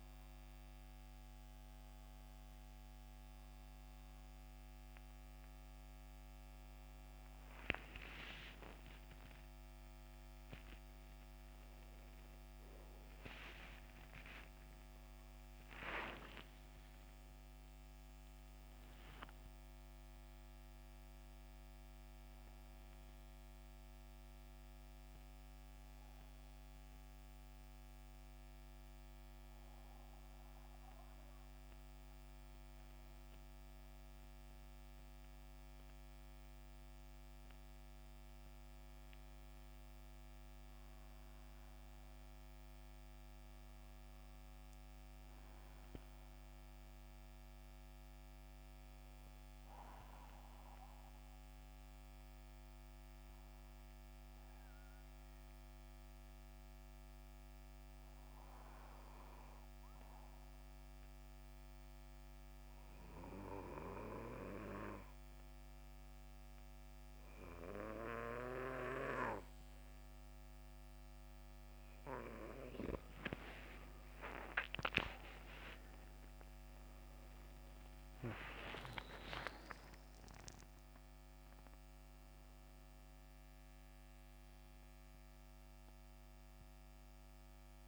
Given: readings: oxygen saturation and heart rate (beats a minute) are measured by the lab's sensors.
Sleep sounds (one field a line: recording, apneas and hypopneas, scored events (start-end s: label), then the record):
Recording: breathing in sleep by a microphone on the trachea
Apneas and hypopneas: 2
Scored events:
0.00-1.00 s: oxygen desaturation (device-marked, oxygen 89% lowest, heart rate 78 extreme)
5.00-87.88 s: new sleep stage, N2 (light sleep)
8.00-13.00 s: arousal
29.00-39.50 s: central apnea (oxygen 92% before, 84% lowest, heart rate 79 before, 73 extreme, up 5 after)
40.50-44.00 s: arousal
48.00-64.00 s: oxygen desaturation (device-marked, oxygen 92% before, 87% lowest, heart rate 76 before, 72 extreme)
51.50-71.00 s: hypopnea (oxygen 92% before, 84% lowest, heart rate 75 before, 72 extreme, up 20 after)
73.00-87.88 s: oxygen desaturation (device-marked, oxygen 91% before, 84% lowest, heart rate 76 before, 68 extreme)
74.00-79.00 s: arousal
From the record:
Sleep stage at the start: N1 (lightest sleep)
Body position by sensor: on the back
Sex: male